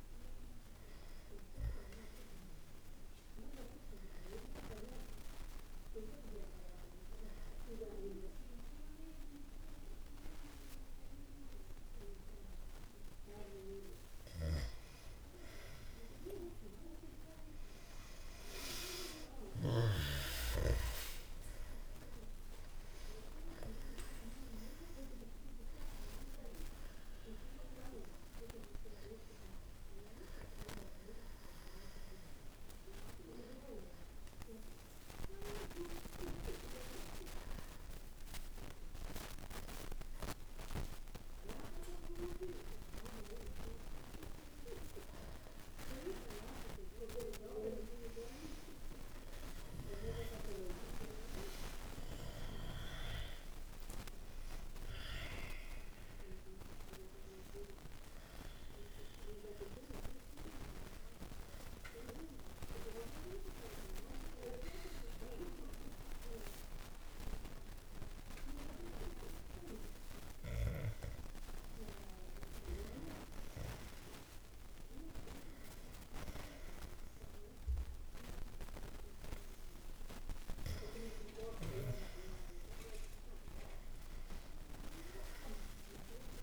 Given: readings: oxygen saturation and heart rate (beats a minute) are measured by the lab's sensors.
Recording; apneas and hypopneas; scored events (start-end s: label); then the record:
breathing in sleep by a room microphone; 3
4.00-14.50 s: obstructive apnea (oxygen 94% before, 93% lowest, heart rate 64 before, 59 extreme, up 1 after)
19.00-24.00 s: arousal
32.50-44.50 s: obstructive apnea (oxygen 95% before, 93% lowest, heart rate 62 before, 62 extreme, up 1 after)
49.50-55.50 s: arousal
60.00-71.00 s: hypopnea (oxygen 98% before, 93% lowest, heart rate 64 before, 58 extreme, up 0 after)
82.00-86.43 s: arousal
From the record:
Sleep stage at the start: N2 (light sleep); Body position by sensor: on the back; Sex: male